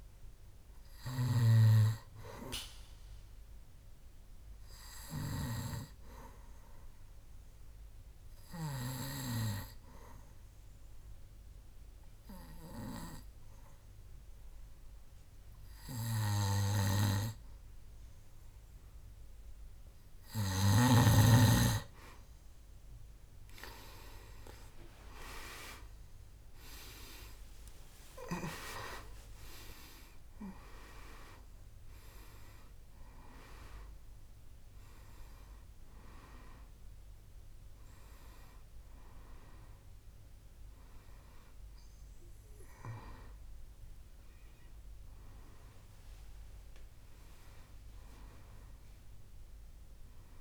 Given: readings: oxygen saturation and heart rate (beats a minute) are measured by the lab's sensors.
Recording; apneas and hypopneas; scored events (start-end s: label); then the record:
breathing in sleep by a room microphone; 1
6.00-20.50 s: obstructive apnea (oxygen 98% before, 90% lowest, heart rate 68 before, 68 extreme, up 16 after)
21.00-50.41 s: oxygen desaturation (device-marked, oxygen 97% before, 90% lowest, heart rate 69 before, 65 extreme)
24.00-28.50 s: arousal
27.50-29.50 s: long interval between heartbeats (device-marked, heart rate 69 before, 83 extreme)
From the record:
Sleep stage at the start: N2 (light sleep); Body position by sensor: on the back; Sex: male